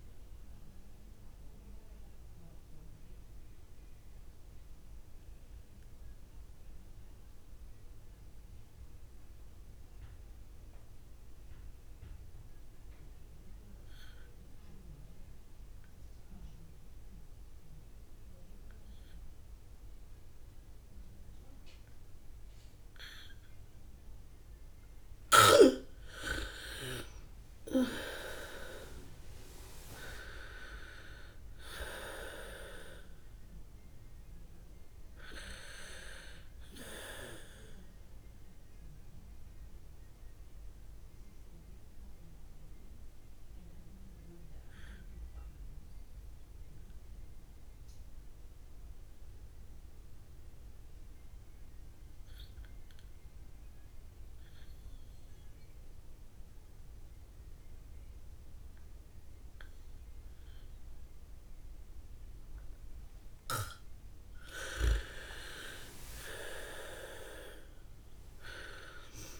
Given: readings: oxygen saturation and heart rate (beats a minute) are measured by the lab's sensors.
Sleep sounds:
breathing in sleep by a room microphone; 2
0.00-5.50 s: bradycardia (device-marked, heart rate 47 extreme)
0.00-14.50 s: oxygen desaturation (device-marked, oxygen 81% lowest, heart rate 38 extreme)
2.00-25.00 s: mixed apnea (oxygen 97% before, 80% lowest, heart rate 46 before, 38 extreme, up 20 after)
18.50-30.50 s: bradycardia (device-marked, heart rate 68 before, 38 extreme)
24.50-50.50 s: oxygen desaturation (device-marked, oxygen 100% before, 80% lowest, heart rate 63 before, 39 extreme)
26.50-30.50 s: arousal
41.00-63.00 s: mixed apnea (oxygen 100% before, 80% lowest, heart rate 56 before, 39 extreme, up 7 after)
48.50-53.50 s: bradycardia (device-marked, heart rate 67 before, 56 extreme)
61.50-69.40 s: bradycardia (device-marked, heart rate 67 before, 39 extreme)
64.50-69.40 s: oxygen desaturation (device-marked, oxygen 99% before, 82% lowest)
65.00-69.40 s: arousal
From the record:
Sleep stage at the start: N2 (light sleep); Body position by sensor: on the back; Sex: female

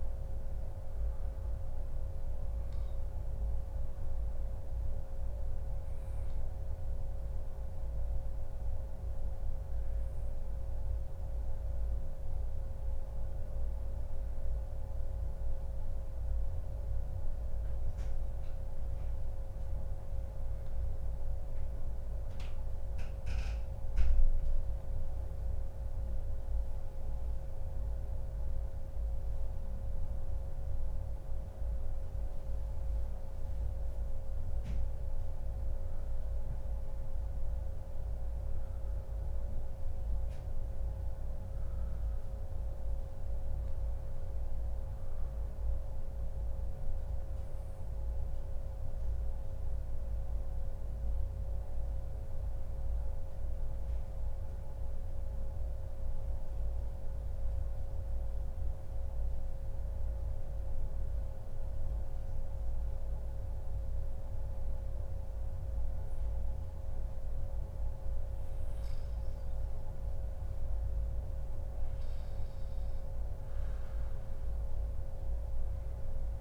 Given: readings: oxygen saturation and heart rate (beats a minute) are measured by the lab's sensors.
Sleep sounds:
breathing in sleep, hard to hear, by a room microphone; 2
0.50-2.50 s: long interval between heartbeats (device-marked, heart rate 142 before, 115 extreme)
6.50-20.50 s: obstructive apnea (oxygen 96% before, 93% lowest, heart rate 131 before, 101 extreme, up 7 after)
10.50-12.50 s: long interval between heartbeats (device-marked, heart rate 126 before, 125 extreme)
23.00-27.00 s: arousal
28.50-44.50 s: oxygen desaturation (device-marked, oxygen 96% before, 93% lowest, heart rate 116 before, 126 extreme)
46.50-67.50 s: obstructive apnea (oxygen 96% before, 94% lowest, heart rate 128 before, 106 extreme, up 1 after)
69.50-73.50 s: arousal
73.50-75.50 s: long interval between heartbeats (device-marked, heart rate 143 before, 114 extreme)
From the record:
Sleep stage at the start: N2 (light sleep); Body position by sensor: on the back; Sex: male

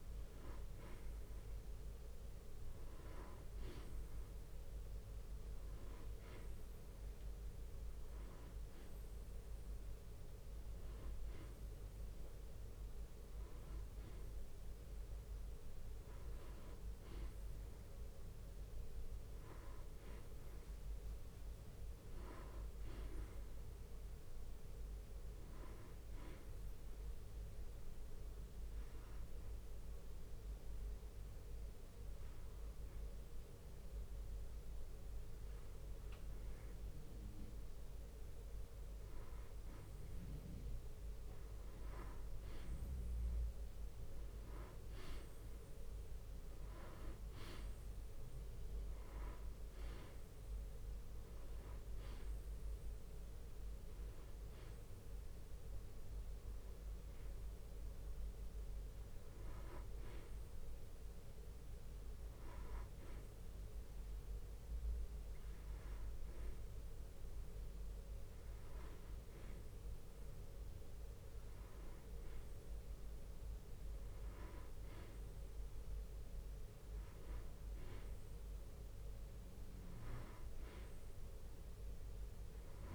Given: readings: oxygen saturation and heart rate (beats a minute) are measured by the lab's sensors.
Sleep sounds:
breathing in sleep, hard to hear, by a room microphone; 1
5.00-12.00 s: bradycardia (device-marked, heart rate 62 before, 57 extreme)
13.00-20.00 s: bradycardia (device-marked, heart rate 62 before, 57 extreme)
17.50-22.00 s: arousal
18.00-33.00 s: drop in pulse transit time (device-marked, heart rate 61 before, 57 extreme)
27.50-38.50 s: hypopnea (oxygen 96% before, 94% lowest, heart rate 60 before, 53 extreme, up 2 after)
34.00-45.00 s: bradycardia (device-marked, heart rate 62 before, 53 extreme)
42.00-45.00 s: arousal
61.00-68.00 s: bradycardia (device-marked, heart rate 62 before, 56 extreme)
72.00-82.95 s: drop in pulse transit time (device-marked, heart rate 62 before, 57 extreme)
From the record:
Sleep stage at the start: N2 (light sleep); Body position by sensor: on the back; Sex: male

